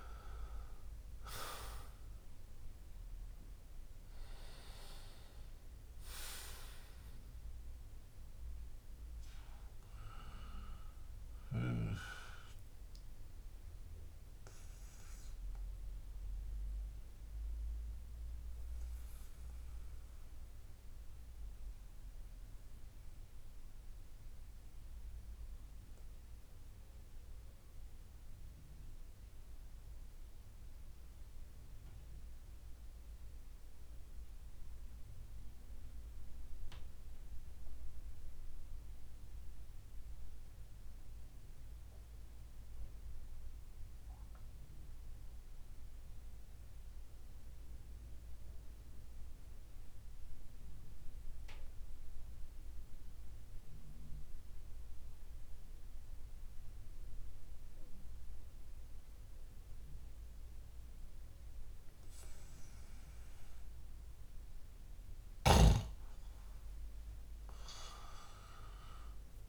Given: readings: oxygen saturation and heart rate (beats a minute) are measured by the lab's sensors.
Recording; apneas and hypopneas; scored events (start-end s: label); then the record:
breathing in sleep by a room microphone; 1
0.00-7.00 s: oxygen desaturation (device-marked, oxygen 91% lowest)
13.00-64.50 s: mixed apnea (oxygen 94% before, 87% lowest)
14.00-25.00 s: oxygen desaturation (device-marked, oxygen 91% before, 88% lowest)
49.00-69.49 s: oxygen desaturation (device-marked, oxygen 98% before, 87% lowest)
66.50-69.49 s: arousal
From the record:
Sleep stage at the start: N2 (light sleep); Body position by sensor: on the back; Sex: male